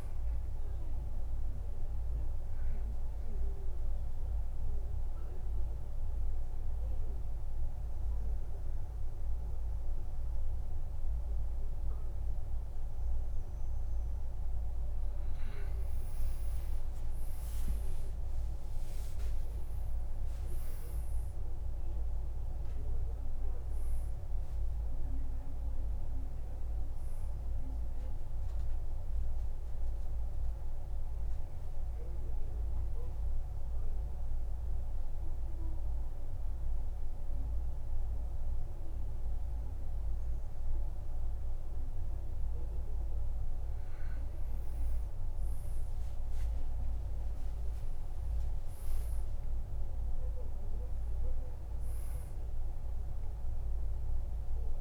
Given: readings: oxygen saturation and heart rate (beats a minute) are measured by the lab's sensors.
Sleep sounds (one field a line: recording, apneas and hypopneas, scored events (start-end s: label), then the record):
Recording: breathing in sleep, hard to hear, by a room microphone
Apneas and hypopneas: 2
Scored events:
0.00-12.50 s: oxygen desaturation (device-marked, oxygen 93% lowest, heart rate 48 extreme)
1.00-14.50 s: obstructive apnea (oxygen 99% before, 92% lowest, heart rate 56 before, 48 extreme, up 24 after)
20.00-24.00 s: arousal
23.50-41.50 s: oxygen desaturation (device-marked, oxygen 97% before, 92% lowest, heart rate 62 before, 48 extreme)
31.00-43.00 s: obstructive apnea (oxygen 97% before, 92% lowest, heart rate 65 before, 48 extreme, up 15 after)
47.00-51.00 s: arousal
From the record:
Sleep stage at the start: N2 (light sleep)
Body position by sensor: on the back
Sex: male